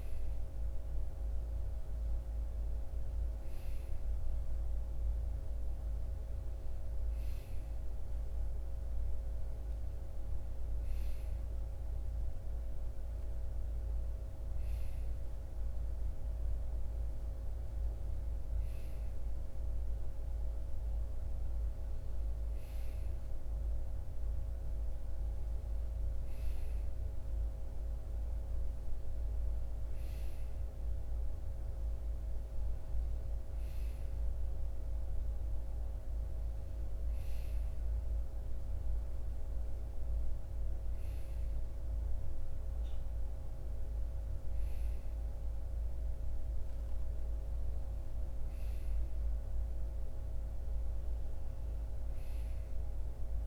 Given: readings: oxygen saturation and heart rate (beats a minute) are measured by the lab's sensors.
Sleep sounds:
breathing in sleep, hard to hear, by a room microphone; none
none scored
From the record:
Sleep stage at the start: N2 (light sleep); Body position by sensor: on the right side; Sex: male

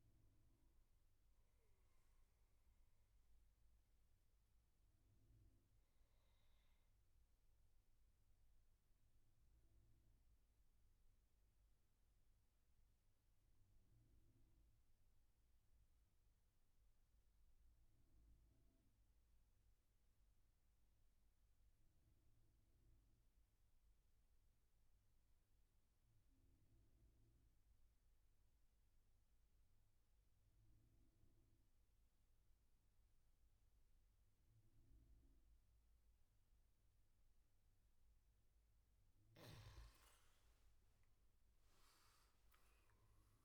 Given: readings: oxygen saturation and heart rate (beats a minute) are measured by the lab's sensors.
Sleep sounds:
breathing in sleep, hard to hear, by a room microphone; 1
0.00-9.00 s: oxygen desaturation (device-marked, oxygen 88% lowest, heart rate 65 extreme)
3.00-36.50 s: mixed apnea (oxygen 98% before, 88% lowest, heart rate 79 before, 64 extreme, up 15 after)
30.00-43.45 s: oxygen desaturation (device-marked, oxygen 99% before, 90% lowest, heart rate 73 before, 61 extreme)
38.00-43.00 s: arousal
From the record:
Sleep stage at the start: N2 (light sleep); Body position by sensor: on the back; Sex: male

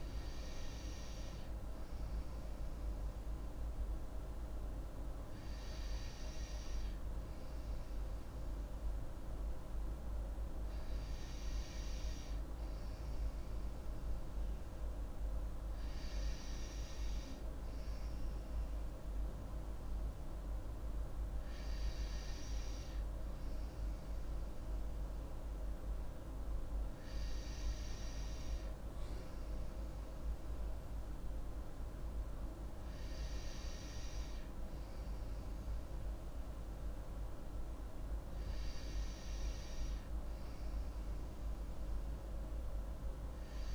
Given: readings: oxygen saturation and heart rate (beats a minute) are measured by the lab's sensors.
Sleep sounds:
breathing in sleep, hard to hear, by a room microphone; none
none scored
From the record:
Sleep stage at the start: N2 (light sleep); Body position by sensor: on the right side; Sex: female

